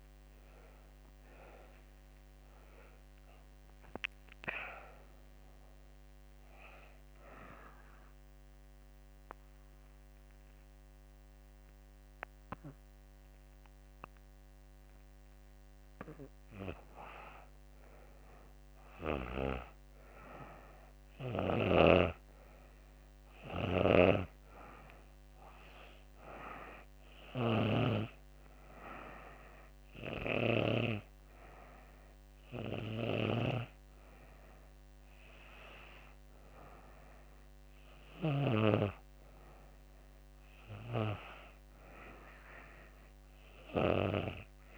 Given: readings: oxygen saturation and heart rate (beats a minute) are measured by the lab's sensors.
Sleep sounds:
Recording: breathing in sleep by a microphone on the trachea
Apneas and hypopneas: 1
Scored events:
0.00-2.00 s: arousal
5.50-15.50 s: obstructive apnea (oxygen 96% before, 89% lowest, heart rate 88 before, 83 extreme, up 4 after)
17.00-20.00 s: arousal
17.00-30.00 s: oxygen desaturation (device-marked, oxygen 96% before, 89% lowest, heart rate 88 before, 84 extreme)
From the record:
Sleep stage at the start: N2 (light sleep)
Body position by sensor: on the back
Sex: female

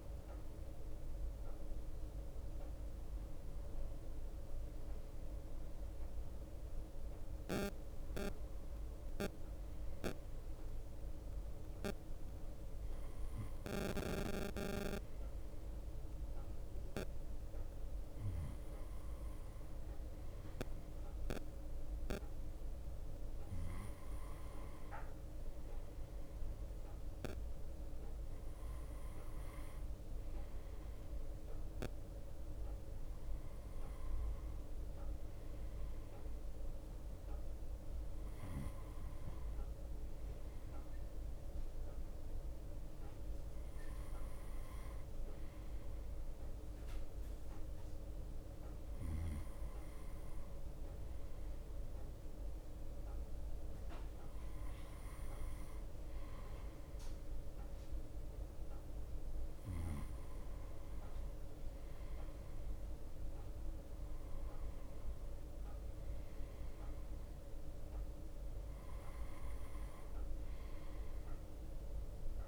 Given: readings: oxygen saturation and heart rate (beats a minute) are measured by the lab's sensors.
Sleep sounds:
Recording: breathing in sleep by a room microphone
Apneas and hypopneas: none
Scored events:
0.00-8.00 s: drop in pulse transit time (device-marked)
0.00-72.48 s: bradycardia (device-marked)
2.50-4.50 s: long interval between heartbeats (device-marked, heart rate 51 before, 25 extreme)
13.50-15.50 s: long interval between heartbeats (device-marked)
16.00-18.00 s: long interval between heartbeats (device-marked)
19.00-21.00 s: long interval between heartbeats (device-marked)
25.00-27.00 s: long interval between heartbeats (device-marked, heart rate 33 before, 53 extreme)
29.00-31.00 s: long interval between heartbeats (device-marked, heart rate 39 before, 53 extreme)
30.00-39.00 s: drop in pulse transit time (device-marked, heart rate 41 before, 28 extreme)
33.00-35.00 s: long interval between heartbeats (device-marked, heart rate 45 before, 38 extreme)
37.50-39.50 s: long interval between heartbeats (device-marked, heart rate 47 before, 28 extreme)
43.50-45.50 s: long interval between heartbeats (device-marked)
48.00-50.00 s: long interval between heartbeats (device-marked, heart rate 33 before, 28 extreme)
54.00-56.00 s: long interval between heartbeats (device-marked)
64.50-66.50 s: long interval between heartbeats (device-marked, heart rate 33 before, 54 extreme)
68.00-72.48 s: drop in pulse transit time (device-marked, heart rate 38 before, 26 extreme)
69.50-71.50 s: long interval between heartbeats (device-marked, heart rate 39 before, 54 extreme)
From the record:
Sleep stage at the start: N2 (light sleep)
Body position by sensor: on the right side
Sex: male

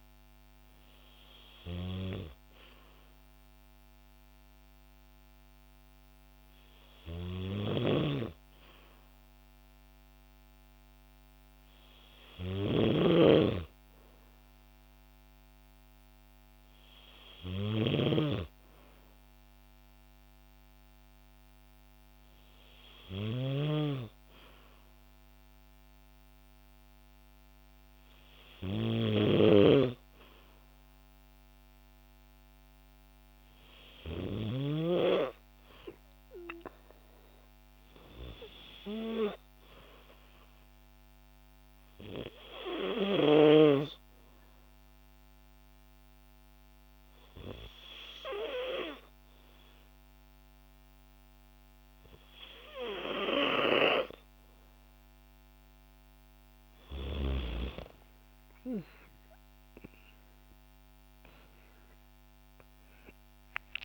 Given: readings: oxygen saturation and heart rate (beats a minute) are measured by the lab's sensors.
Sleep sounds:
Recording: breathing in sleep by a microphone on the trachea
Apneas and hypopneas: none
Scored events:
12.50-18.00 s: snoring (device-marked)
60.00-63.50 s: arousal
From the record:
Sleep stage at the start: N2 (light sleep)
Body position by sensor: on the back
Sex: female

